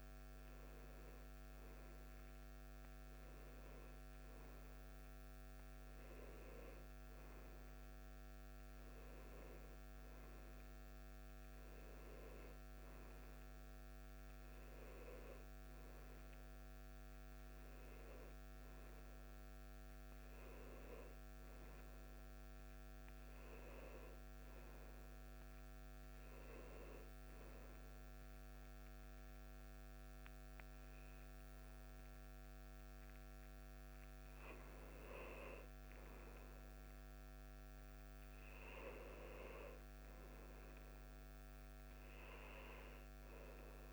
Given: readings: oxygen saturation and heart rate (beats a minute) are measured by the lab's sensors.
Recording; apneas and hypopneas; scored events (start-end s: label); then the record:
a person partly awake in a sleep study, hard to hear, by a microphone on the trachea; none
4.50-43.93 s: new sleep stage, N1 (lightest sleep)
From the record:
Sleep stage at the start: awake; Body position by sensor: on the back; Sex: male